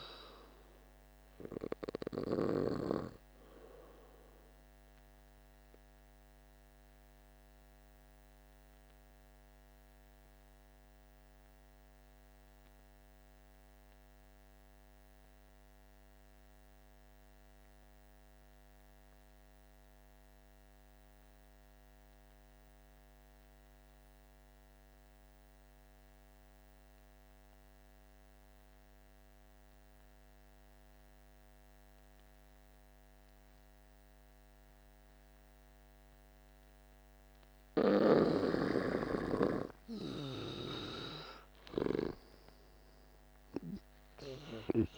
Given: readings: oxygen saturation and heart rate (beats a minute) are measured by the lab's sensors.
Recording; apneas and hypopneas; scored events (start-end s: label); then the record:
breathing in sleep by a microphone on the trachea; 1
0.00-19.00 s: oxygen desaturation (device-marked, oxygen 85% lowest, heart rate 48 extreme)
6.00-36.50 s: obstructive apnea (oxygen 98% before, 84% lowest, heart rate 58 before, 48 extreme, up 10 after)
32.00-44.98 s: oxygen desaturation (device-marked, oxygen 99% before, 84% lowest, heart rate 49 before, 48 extreme)
40.50-44.98 s: arousal
From the record:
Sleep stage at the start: N2 (light sleep); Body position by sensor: on the back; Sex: male